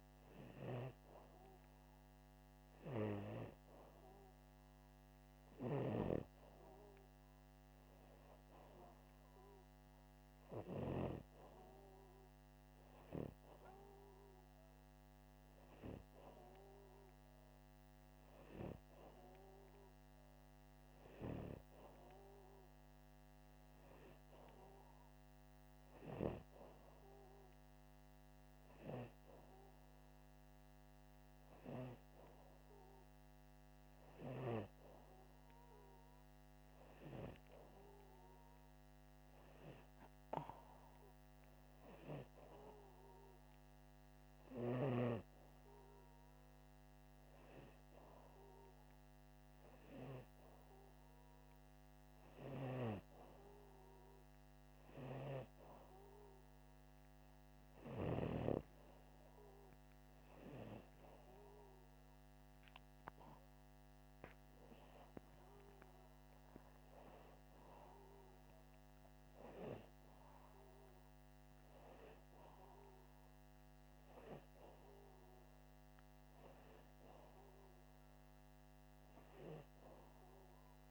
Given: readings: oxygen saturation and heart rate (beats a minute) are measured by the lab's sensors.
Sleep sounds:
breathing in sleep by a microphone on the trachea; none
none scored
From the record:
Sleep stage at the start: N2 (light sleep); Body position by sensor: upright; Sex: male

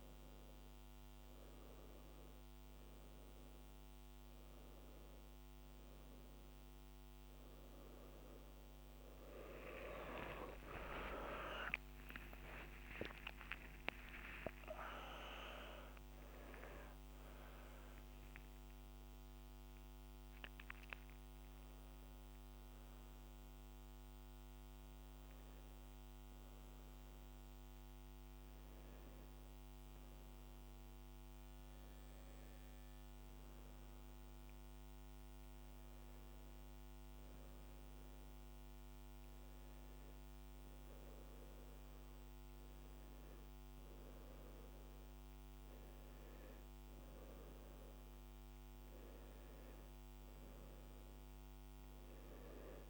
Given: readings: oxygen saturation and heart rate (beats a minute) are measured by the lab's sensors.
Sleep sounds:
breathing in sleep by a microphone on the trachea; none
10.50-15.00 s: arousal
12.00-14.00 s: long interval between heartbeats (device-marked, heart rate 74 before, 89 extreme)
17.00-31.00 s: oxygen desaturation (device-marked, oxygen 96% before, 93% lowest, heart rate 81 before, 61 extreme)
From the record:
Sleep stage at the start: N2 (light sleep); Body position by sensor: on the back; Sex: male

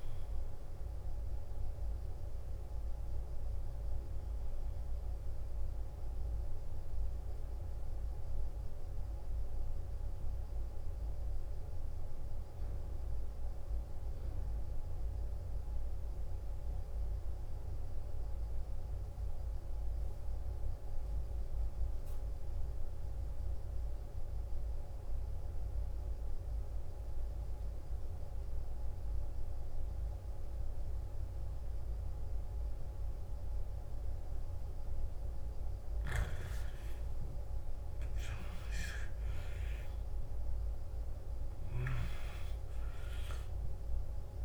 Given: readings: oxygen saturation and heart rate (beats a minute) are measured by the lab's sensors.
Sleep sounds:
breathing in sleep, hard to hear, by a room microphone; 1
0.00-22.50 s: oxygen desaturation (device-marked, oxygen 90% lowest, heart rate 55 extreme)
5.50-34.00 s: hypopnea (oxygen 100% before, 88% lowest, heart rate 62 before, 55 extreme, up 12 after)
29.50-44.45 s: oxygen desaturation (device-marked, oxygen 98% before, 88% lowest, heart rate 55 before, 55 extreme)
36.50-40.00 s: arousal
From the record:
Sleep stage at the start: N2 (light sleep); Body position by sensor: on the left side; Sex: male

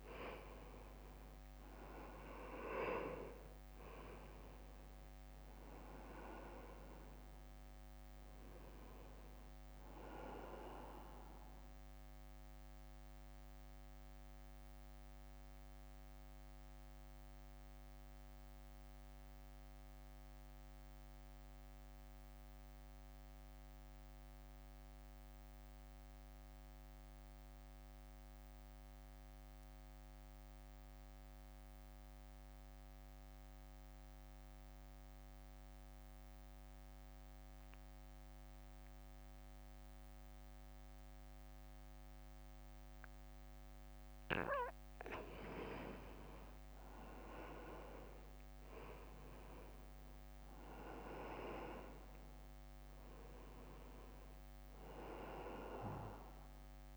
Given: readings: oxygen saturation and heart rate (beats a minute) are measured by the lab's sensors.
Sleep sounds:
breathing in sleep by a microphone on the trachea; 1
0.00-3.50 s: oxygen desaturation (device-marked, oxygen 89% lowest, heart rate 51 extreme)
2.00-6.50 s: arousal
2.50-19.50 s: drop in pulse transit time (device-marked, heart rate 54 before, 52 extreme)
8.50-34.50 s: oxygen desaturation (device-marked, oxygen 92% before, 84% lowest, heart rate 55 before, 52 extreme)
13.50-43.50 s: mixed apnea (oxygen 93% before, 84% lowest, heart rate 57 before, 52 extreme, up 2 after)
47.50-56.97 s: oxygen desaturation (device-marked, oxygen 99% before, 91% lowest, heart rate 64 before, 52 extreme)
49.50-54.00 s: arousal
49.50-56.97 s: drop in pulse transit time (device-marked, heart rate 64 before, 53 extreme)
From the record:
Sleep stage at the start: N2 (light sleep); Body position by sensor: on the right side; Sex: male

